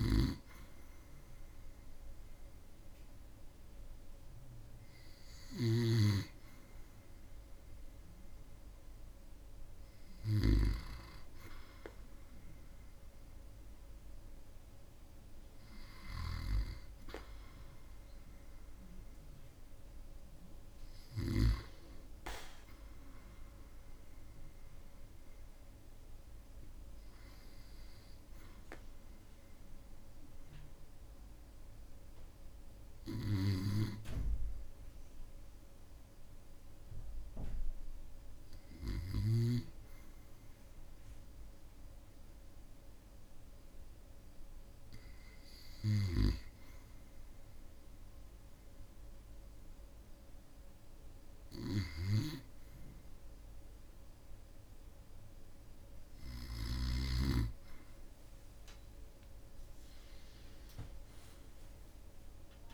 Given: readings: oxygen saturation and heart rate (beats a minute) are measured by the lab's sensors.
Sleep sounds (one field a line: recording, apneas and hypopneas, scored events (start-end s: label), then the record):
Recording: breathing in sleep by a room microphone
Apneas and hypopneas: 1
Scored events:
0.00-5.50 s: snoring (device-marked)
4.00-20.00 s: oxygen desaturation (device-marked, oxygen 97% before, 92% lowest, heart rate 61 before, 58 extreme)
23.00-26.00 s: arousal
30.00-55.00 s: obstructive apnea (oxygen 97% before, 93% lowest, heart rate 61 before, 58 extreme, up 11 after)
58.00-62.00 s: arousal
From the record:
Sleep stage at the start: N2 (light sleep)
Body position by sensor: on the back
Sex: male